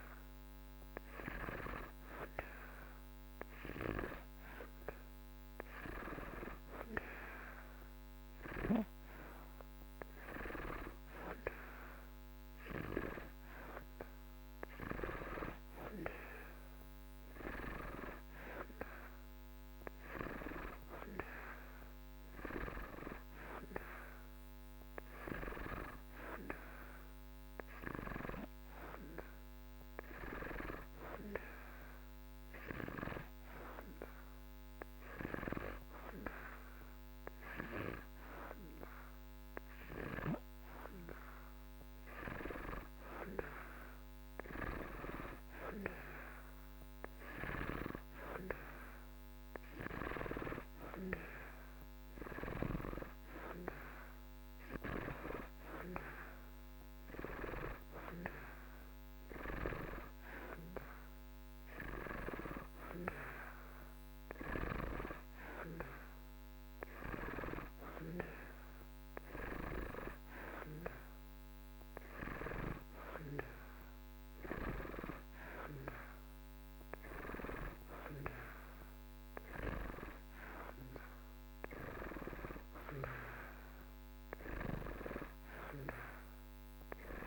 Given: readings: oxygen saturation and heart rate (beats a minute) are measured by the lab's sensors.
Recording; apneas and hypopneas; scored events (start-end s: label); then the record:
breathing in sleep by a microphone on the trachea; none
none scored
From the record:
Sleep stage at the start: N2 (light sleep); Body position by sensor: on the back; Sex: male